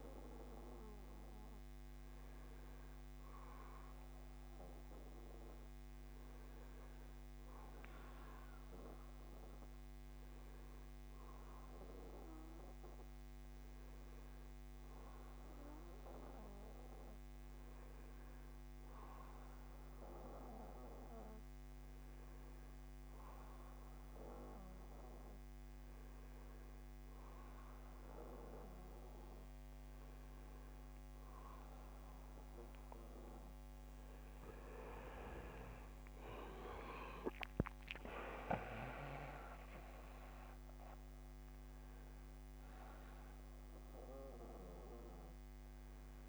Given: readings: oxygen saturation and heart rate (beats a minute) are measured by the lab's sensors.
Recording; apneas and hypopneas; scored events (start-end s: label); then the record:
breathing in sleep by a microphone on the trachea; none
14.50-20.50 s: bradycardia (device-marked, heart rate 71 before, 55 extreme)
32.00-36.00 s: arousal
From the record:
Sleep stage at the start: N1 (lightest sleep); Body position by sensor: on the back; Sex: male